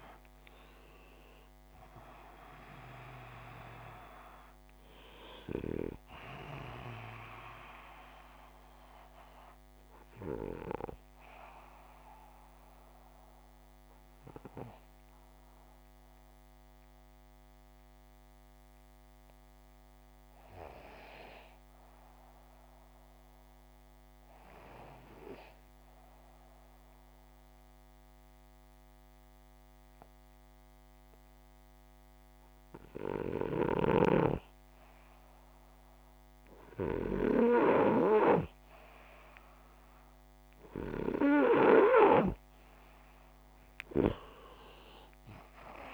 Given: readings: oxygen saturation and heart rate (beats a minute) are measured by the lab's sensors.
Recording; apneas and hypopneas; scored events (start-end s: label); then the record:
breathing in sleep by a microphone on the trachea; 1
11.00-32.50 s: obstructive apnea (oxygen 98% before, 92% lowest)
22.50-30.50 s: oxygen desaturation (device-marked, oxygen 96% before, 92% lowest)
35.00-37.50 s: arousal
From the record:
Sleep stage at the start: N2 (light sleep); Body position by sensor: upright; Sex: male